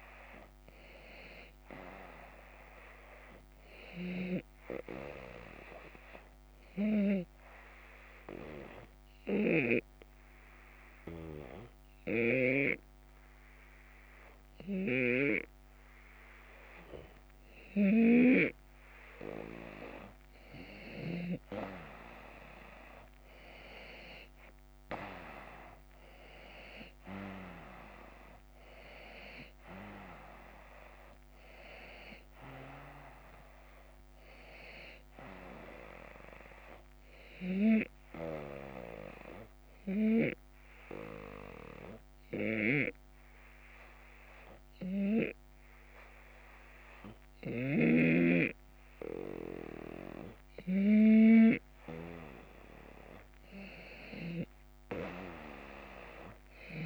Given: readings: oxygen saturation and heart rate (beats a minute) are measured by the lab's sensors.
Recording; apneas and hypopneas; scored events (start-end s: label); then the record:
breathing in sleep by a microphone on the trachea; 2
3.50-9.50 s: snoring (device-marked)
5.50-19.50 s: hypopnea (oxygen 94% before, 91% lowest)
21.50-27.00 s: arousal
30.50-32.50 s: long interval between heartbeats (device-marked)
38.00-50.50 s: hypopnea (oxygen 94% before, 91% lowest)
47.00-56.86 s: snoring (device-marked)
51.00-55.50 s: arousal
From the record:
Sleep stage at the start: N2 (light sleep); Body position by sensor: on the back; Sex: male